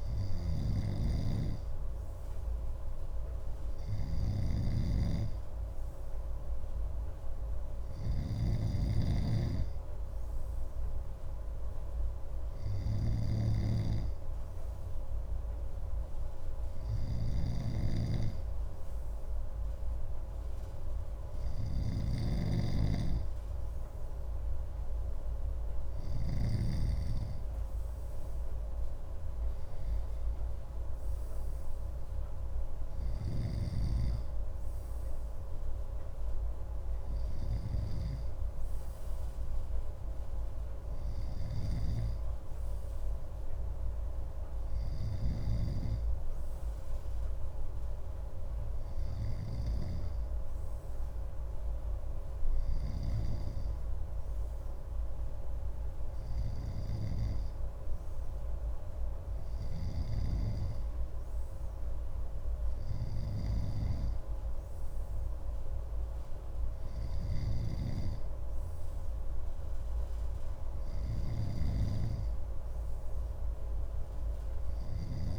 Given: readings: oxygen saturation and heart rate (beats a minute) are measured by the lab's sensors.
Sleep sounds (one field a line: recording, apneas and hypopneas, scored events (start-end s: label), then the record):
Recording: breathing in sleep by a room microphone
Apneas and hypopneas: none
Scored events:
0.00-26.50 s: snoring (device-marked)
33.00-45.50 s: snoring (device-marked)
59.50-75.39 s: snoring (device-marked)
From the record:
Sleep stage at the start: N2 (light sleep)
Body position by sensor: on the left side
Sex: male